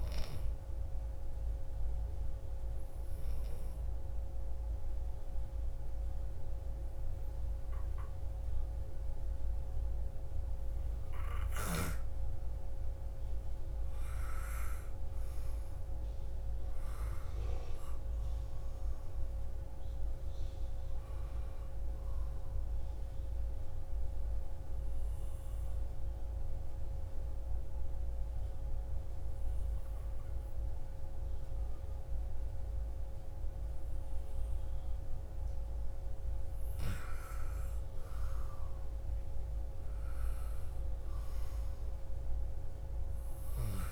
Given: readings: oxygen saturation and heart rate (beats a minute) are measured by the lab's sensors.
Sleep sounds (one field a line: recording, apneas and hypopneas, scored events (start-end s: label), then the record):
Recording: breathing in sleep, hard to hear, by a room microphone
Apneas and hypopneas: 2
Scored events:
0.50-12.50 s: oxygen desaturation (device-marked, oxygen 96% before, 92% lowest, heart rate 45 before, 29 extreme)
1.50-12.00 s: obstructive apnea (oxygen 96% before, 91% lowest, heart rate 43 before, 33 extreme, up 23 after)
14.00-18.50 s: arousal
22.50-39.50 s: oxygen desaturation (device-marked, oxygen 97% before, 91% lowest, heart rate 34 before, 35 extreme)
23.50-35.00 s: obstructive apnea (oxygen 97% before, 90% lowest, heart rate 35 before, 35 extreme, up 33 after)
39.00-43.00 s: arousal
From the record:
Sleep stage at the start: REM sleep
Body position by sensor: on the back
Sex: female